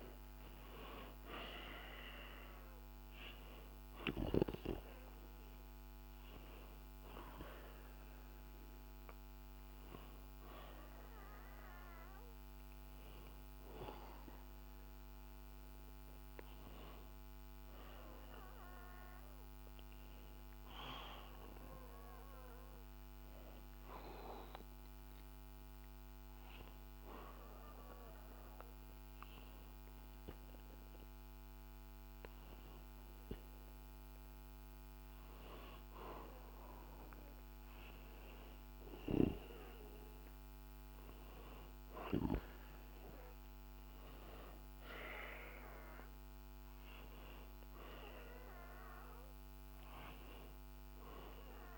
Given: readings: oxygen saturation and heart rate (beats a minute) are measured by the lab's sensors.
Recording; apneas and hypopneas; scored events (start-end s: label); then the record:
breathing in sleep by a microphone on the trachea; 1
0.00-1.50 s: arousal
21.50-36.50 s: hypopnea (oxygen 94% before, 91% lowest, heart rate 66 before, 61 extreme)
38.50-44.50 s: arousal
From the record:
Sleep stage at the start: N2 (light sleep); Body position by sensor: on the back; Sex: male